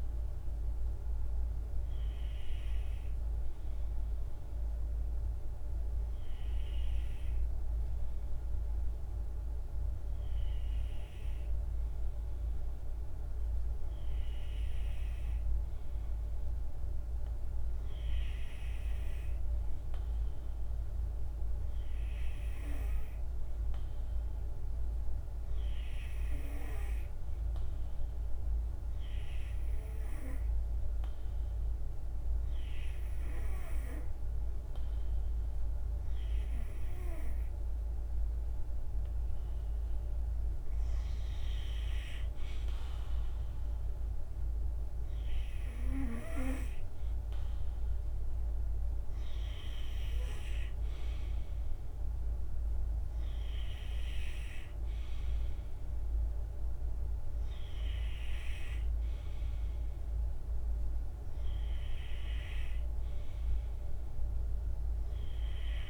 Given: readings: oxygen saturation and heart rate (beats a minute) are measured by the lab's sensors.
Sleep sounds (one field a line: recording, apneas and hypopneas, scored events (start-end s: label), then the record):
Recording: breathing in sleep by a room microphone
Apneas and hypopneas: none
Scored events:
none scored
From the record:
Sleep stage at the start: N2 (light sleep)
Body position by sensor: on the right side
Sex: male